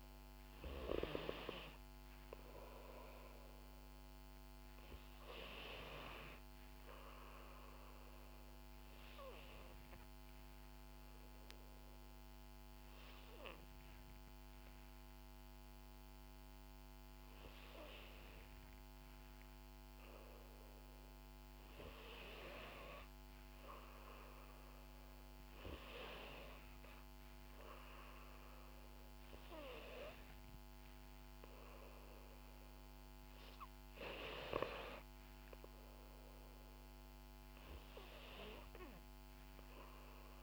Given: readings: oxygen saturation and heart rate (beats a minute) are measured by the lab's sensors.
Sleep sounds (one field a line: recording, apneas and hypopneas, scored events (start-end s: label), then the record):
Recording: breathing in sleep by a microphone on the trachea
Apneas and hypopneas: 1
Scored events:
0.00-1.00 s: arousal
8.00-20.50 s: hypopnea (oxygen 94% before, 91% lowest, heart rate 62 before, 58 extreme, up 3 after)
23.00-26.50 s: arousal
From the record:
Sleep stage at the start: N2 (light sleep)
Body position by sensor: on the back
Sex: female